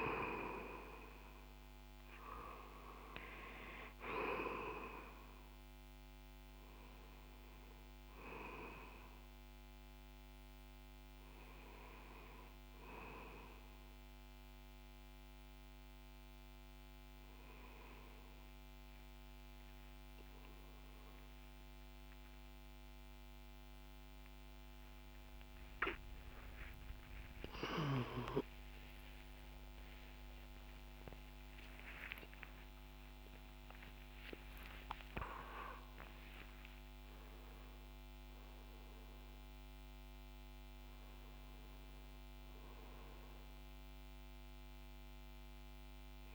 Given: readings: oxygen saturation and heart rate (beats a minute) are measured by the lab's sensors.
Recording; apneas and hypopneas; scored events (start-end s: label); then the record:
a person awake in a sleep study, by a microphone on the trachea; none
6.00-24.00 s: oxygen desaturation (device-marked, oxygen 97% before, 94% lowest, heart rate 62 before, 58 extreme)
15.00-45.00 s: new sleep stage, awake
45.00-46.35 s: new sleep stage, N1 (lightest sleep)
From the record:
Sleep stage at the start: REM sleep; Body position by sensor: on the back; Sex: male